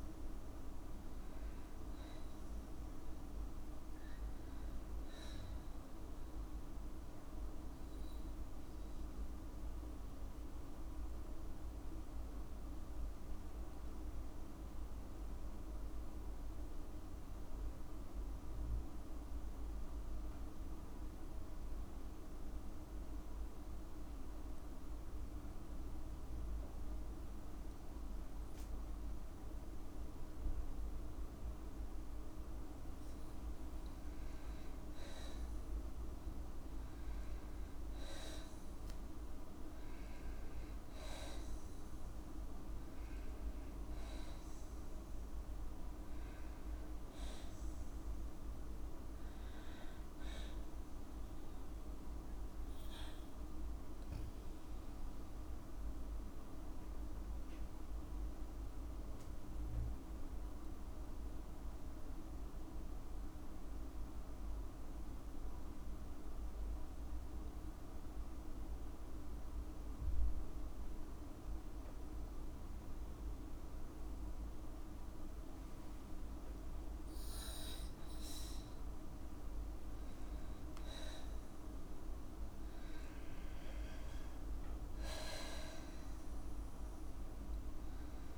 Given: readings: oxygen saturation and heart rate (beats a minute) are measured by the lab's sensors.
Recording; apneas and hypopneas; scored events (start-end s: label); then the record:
breathing in sleep, hard to hear, by a room microphone; 2
9.50-30.00 s: obstructive apnea (oxygen 98% before, 93% lowest, heart rate 63 before, 54 extreme, up 13 after)
16.00-28.00 s: oxygen desaturation (device-marked, oxygen 96% before, 93% lowest, heart rate 58 before, 56 extreme)
33.50-37.50 s: arousal
37.00-39.00 s: long interval between heartbeats (device-marked, heart rate 56 before, 69 extreme)
40.00-42.00 s: long interval between heartbeats (device-marked, heart rate 59 before, 77 extreme)
43.00-45.00 s: long interval between heartbeats (device-marked, heart rate 62 before, 77 extreme)
56.00-75.00 s: obstructive apnea (oxygen 98% before, 93% lowest, heart rate 68 before, 56 extreme, up 5 after)
65.00-76.00 s: oxygen desaturation (device-marked, oxygen 97% before, 93% lowest, heart rate 63 before, 56 extreme)
77.00-81.00 s: arousal
From the record:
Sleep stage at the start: N2 (light sleep); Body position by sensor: on the back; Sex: female